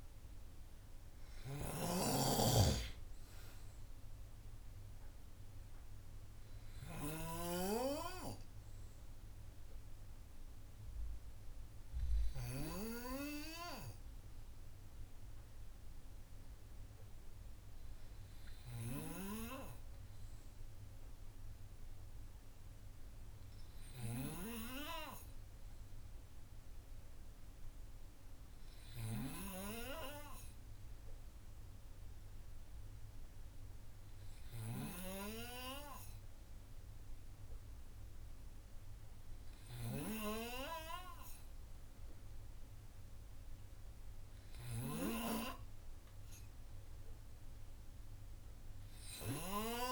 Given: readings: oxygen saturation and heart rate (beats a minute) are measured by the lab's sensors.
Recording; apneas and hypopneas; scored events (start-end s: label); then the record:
breathing in sleep by a room microphone; none
1.50-13.00 s: snoring (device-marked)
From the record:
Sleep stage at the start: N2 (light sleep); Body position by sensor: on the right side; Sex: male